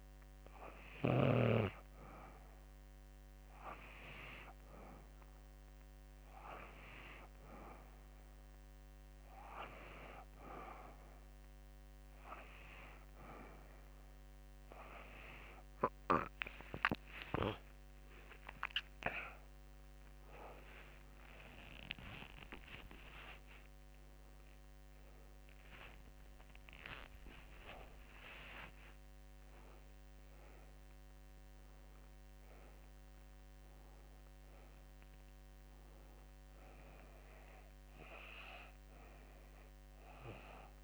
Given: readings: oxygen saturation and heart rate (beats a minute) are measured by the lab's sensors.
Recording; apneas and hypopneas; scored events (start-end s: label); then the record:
breathing in sleep by a microphone on the trachea; none
21.00-26.50 s: arousal
28.50-40.84 s: new sleep stage, N2 (light sleep)
From the record:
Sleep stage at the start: N3 (deep sleep); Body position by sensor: on the back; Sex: female